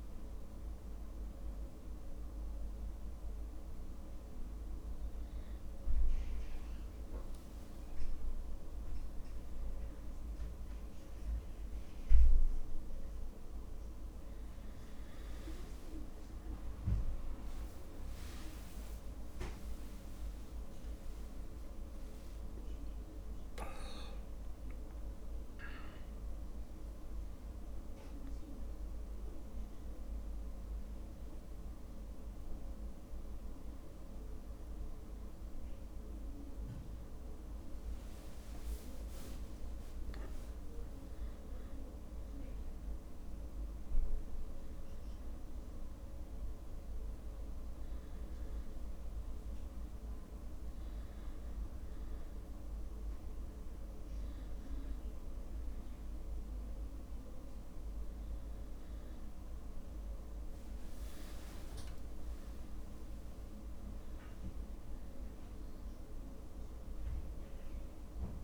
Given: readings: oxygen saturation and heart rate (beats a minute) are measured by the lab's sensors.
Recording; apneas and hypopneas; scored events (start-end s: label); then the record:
a person partly awake in a sleep study, hard to hear, by a room microphone; none
14.50-68.44 s: new sleep stage, N1 (lightest sleep)
61.00-63.00 s: long interval between heartbeats (device-marked)
From the record:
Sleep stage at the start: awake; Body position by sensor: on the back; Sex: male